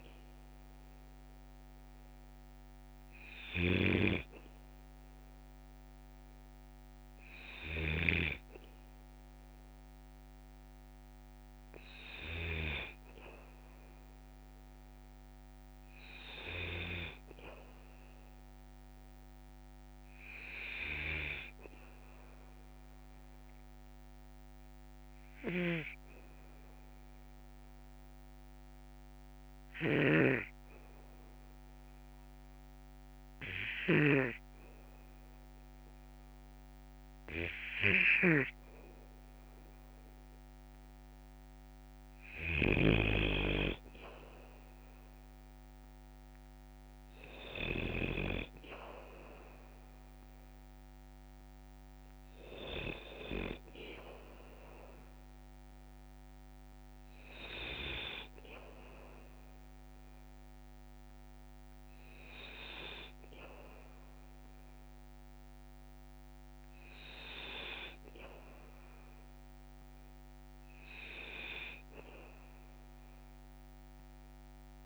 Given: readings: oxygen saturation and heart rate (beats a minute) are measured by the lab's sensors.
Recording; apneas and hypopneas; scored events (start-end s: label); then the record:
breathing in sleep by a microphone on the trachea; 1
0.00-12.50 s: snoring (device-marked)
16.00-19.00 s: arousal
23.50-40.50 s: obstructive apnea (oxygen 97% before, 93% lowest, heart rate 56 before, 54 extreme, up 3 after)
29.50-48.00 s: snoring (device-marked)
43.00-47.00 s: arousal
57.50-74.86 s: oxygen desaturation (device-marked, oxygen 97% before, 93% lowest, heart rate 57 before, 53 extreme)
From the record:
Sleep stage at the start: N2 (light sleep); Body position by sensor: on the back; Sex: male